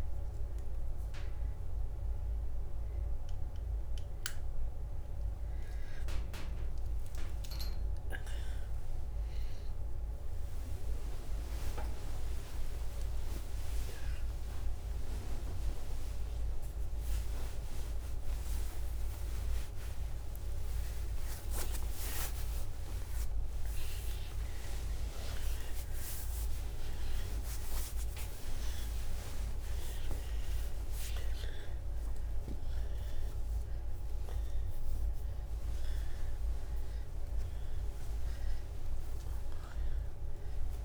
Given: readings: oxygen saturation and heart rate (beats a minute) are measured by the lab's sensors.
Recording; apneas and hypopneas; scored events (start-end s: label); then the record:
a person awake in a sleep study, by a room microphone; none
0.00-1.50 s: bradycardia (device-marked, heart rate 34 extreme)
8.50-38.50 s: tachycardia (device-marked, heart rate 68 before, 183 extreme)
11.50-24.50 s: drop in pulse transit time (device-marked, heart rate 54 before, 103 extreme)
34.50-36.50 s: drop in pulse transit time (device-marked, heart rate 160 before, 177 extreme)
35.50-40.50 s: leg movement (device-marked)
35.50-40.85 s: oxygen desaturation (device-marked, oxygen 97% before, 94% lowest, heart rate 162 before, 67 extreme)
From the record:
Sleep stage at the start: awake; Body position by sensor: on the right side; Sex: female